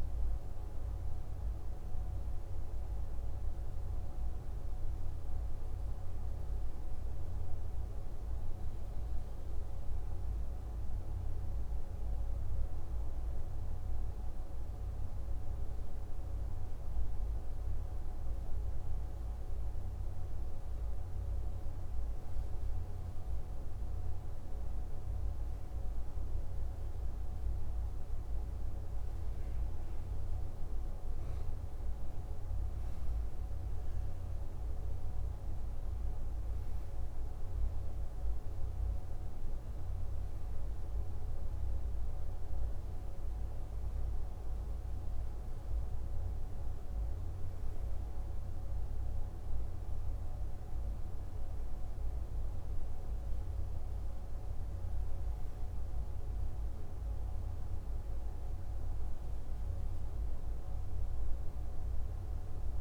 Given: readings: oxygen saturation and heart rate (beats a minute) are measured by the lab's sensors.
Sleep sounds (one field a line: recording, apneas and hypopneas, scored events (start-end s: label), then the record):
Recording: breathing in sleep, hard to hear, by a room microphone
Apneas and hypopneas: 1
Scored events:
1.50-18.00 s: hypopnea (oxygen 97% before, 96% lowest, heart rate 58 before, 54 extreme, up 2 after)
20.50-24.50 s: arousal
From the record:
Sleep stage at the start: REM sleep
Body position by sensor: on the back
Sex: male